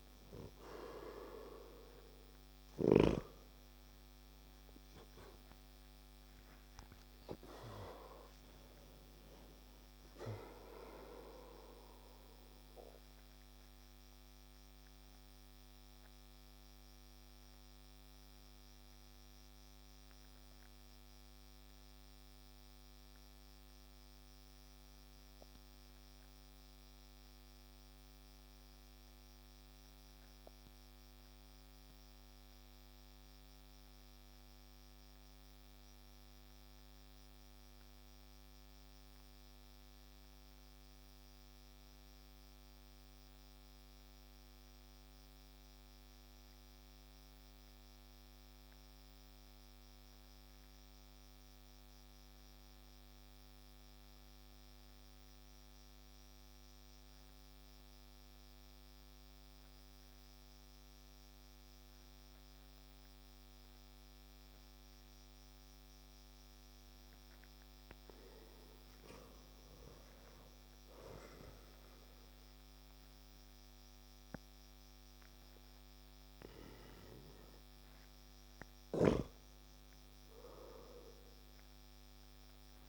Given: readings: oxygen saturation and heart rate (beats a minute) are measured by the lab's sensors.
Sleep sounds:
breathing in sleep by a microphone on the trachea; 1
0.00-1.00 s: arousal
0.00-32.50 s: oxygen desaturation (device-marked, oxygen 85% lowest)
13.50-65.00 s: obstructive apnea (oxygen 94% before, 85% lowest)
56.50-82.89 s: oxygen desaturation (device-marked, oxygen 97% before, 90% lowest)
66.00-70.00 s: arousal
From the record:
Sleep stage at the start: N2 (light sleep); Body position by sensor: on the back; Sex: male

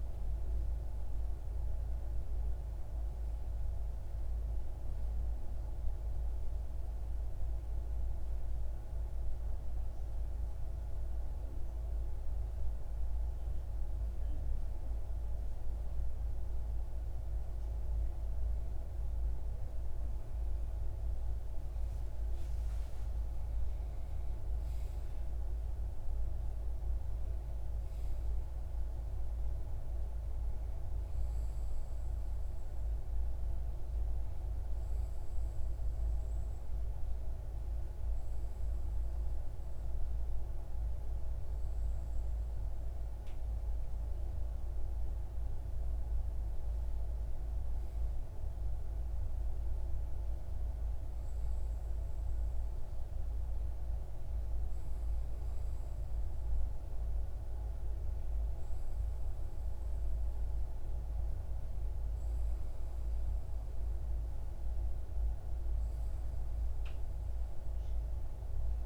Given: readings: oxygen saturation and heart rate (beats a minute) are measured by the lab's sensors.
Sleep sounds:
breathing in sleep, hard to hear, by a room microphone; 2
0.00-6.00 s: oxygen desaturation (device-marked, oxygen 93% lowest)
2.50-17.50 s: hypopnea (oxygen 97% before, 93% lowest)
20.50-25.50 s: arousal
27.00-46.00 s: oxygen desaturation (device-marked, oxygen 98% before, 93% lowest)
33.50-46.00 s: hypopnea (oxygen 98% before, 93% lowest)
48.00-52.00 s: arousal
From the record:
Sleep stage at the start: N2 (light sleep); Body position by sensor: on the left side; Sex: male

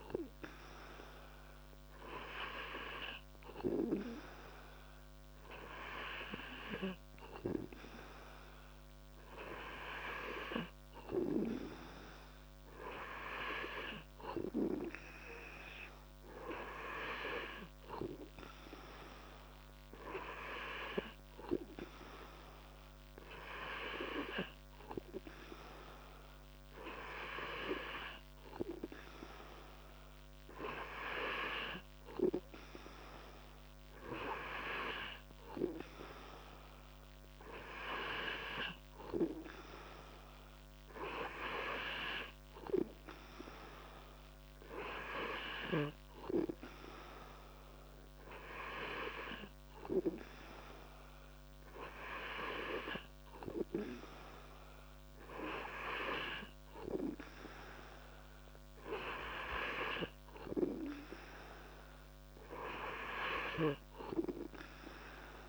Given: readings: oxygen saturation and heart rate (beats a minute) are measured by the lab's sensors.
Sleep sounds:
breathing in sleep by a microphone on the trachea; none
none scored
From the record:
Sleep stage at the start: N2 (light sleep); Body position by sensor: on the back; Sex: male

